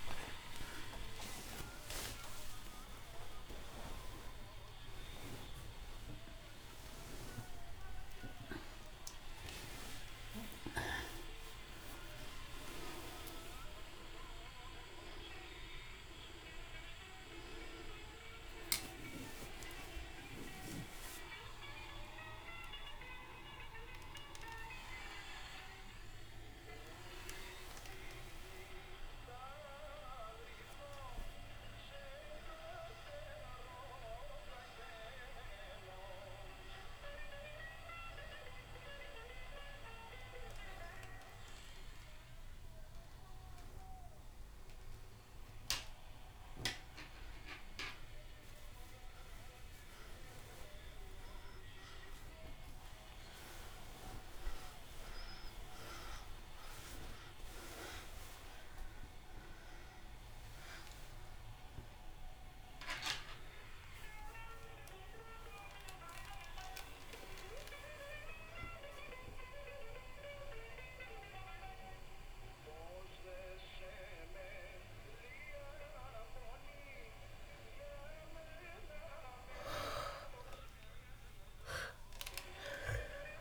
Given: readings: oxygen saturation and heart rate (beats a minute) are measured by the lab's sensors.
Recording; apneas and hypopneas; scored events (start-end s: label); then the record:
a person awake in a sleep study, by a room microphone; none
66.50-83.41 s: oxygen desaturation (device-marked, oxygen 95% before, 90% lowest)
From the record:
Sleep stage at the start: awake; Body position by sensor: on the back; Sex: female